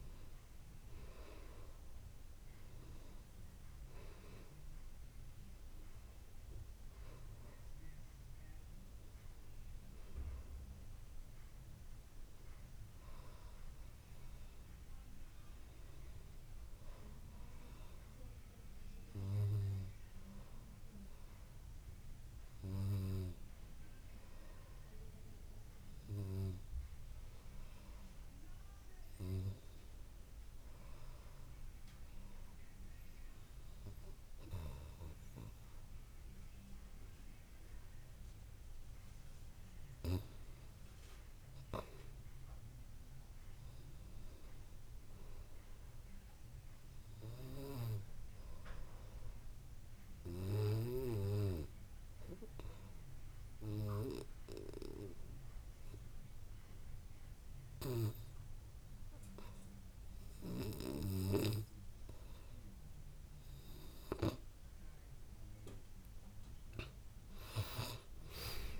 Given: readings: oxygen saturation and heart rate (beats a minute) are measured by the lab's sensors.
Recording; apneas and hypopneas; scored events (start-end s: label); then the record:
breathing in sleep by a room microphone; 2
0.00-17.00 s: oxygen desaturation (device-marked, oxygen 86% lowest, heart rate 52 extreme)
17.50-38.50 s: hypopnea (oxygen 96% before, 92% lowest, heart rate 60 before, 53 extreme, up 3 after)
41.00-44.00 s: arousal
47.00-65.00 s: oxygen desaturation (device-marked, oxygen 97% before, 94% lowest, heart rate 56 before, 54 extreme)
49.00-59.50 s: obstructive apnea (oxygen 98% before, 92% lowest, heart rate 56 before, 54 extreme, up 5 after)
From the record:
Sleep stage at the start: N2 (light sleep); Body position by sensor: on the back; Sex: male